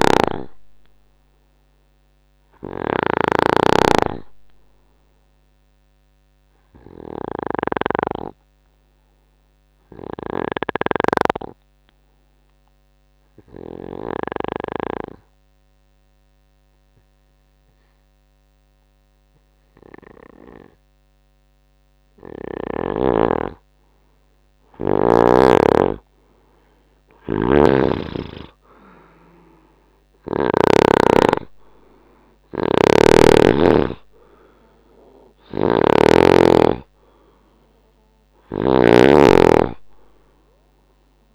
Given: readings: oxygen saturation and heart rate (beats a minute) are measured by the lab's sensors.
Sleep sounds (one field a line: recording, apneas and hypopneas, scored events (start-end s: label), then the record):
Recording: breathing in sleep by a microphone on the trachea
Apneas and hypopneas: 1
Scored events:
0.00-11.00 s: snoring (device-marked)
6.00-21.00 s: obstructive apnea (oxygen 97% before, 89% lowest, heart rate 78 before, 66 extreme, up 35 after)
22.00-39.00 s: oxygen desaturation (device-marked, oxygen 97% before, 89% lowest, heart rate 77 before, 75 extreme)
24.00-28.50 s: arousal
32.50-41.35 s: snoring (device-marked)
From the record:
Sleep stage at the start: N2 (light sleep)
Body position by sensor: on the right side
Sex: male